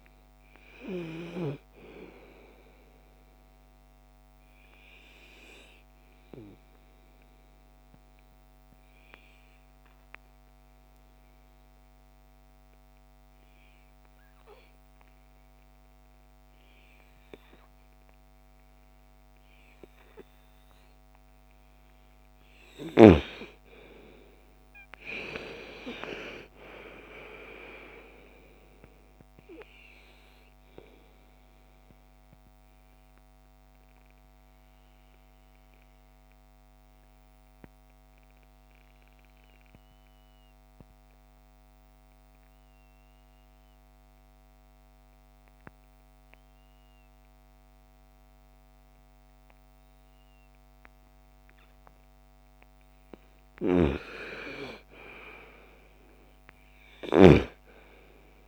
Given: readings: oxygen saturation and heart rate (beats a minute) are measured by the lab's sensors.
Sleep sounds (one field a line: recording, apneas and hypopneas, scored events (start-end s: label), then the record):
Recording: breathing in sleep by a microphone on the trachea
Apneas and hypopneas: 2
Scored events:
3.00-20.00 s: obstructive apnea (oxygen 98% before, 88% lowest, heart rate 61 before, 56 extreme, up 12 after)
22.00-26.00 s: arousal
23.00-47.00 s: oxygen desaturation (device-marked, oxygen 98% before, 89% lowest, heart rate 60 before, 55 extreme)
30.50-51.00 s: obstructive apnea (oxygen 98% before, 88% lowest, heart rate 60 before, 55 extreme, up 11 after)
52.50-58.48 s: snoring (device-marked)
53.00-56.00 s: arousal
54.00-58.48 s: oxygen desaturation (device-marked, oxygen 98% before, 88% lowest, heart rate 57 before, 55 extreme)
From the record:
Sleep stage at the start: N2 (light sleep)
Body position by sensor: on the right side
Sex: female